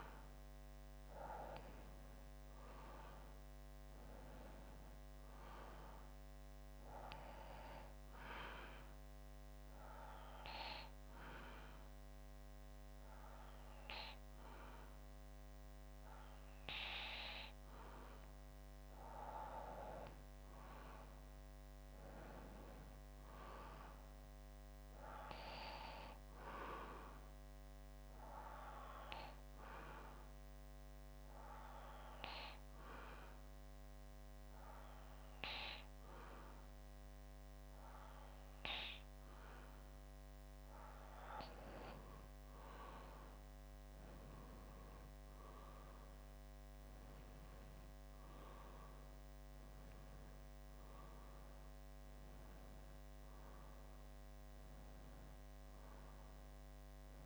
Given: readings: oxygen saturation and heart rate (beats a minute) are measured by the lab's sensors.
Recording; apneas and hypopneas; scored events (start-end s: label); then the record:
breathing in sleep by a microphone on the trachea; 2
7.00-17.00 s: obstructive apnea (oxygen 95% before, 92% lowest, heart rate 63 before, 60 extreme, up 2 after)
18.00-22.00 s: arousal
28.50-40.00 s: obstructive apnea (oxygen 95% before, 92% lowest, heart rate 62 before, 61 extreme, up 7 after)
42.50-45.00 s: arousal
From the record:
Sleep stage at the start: N2 (light sleep); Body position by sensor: on the back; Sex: male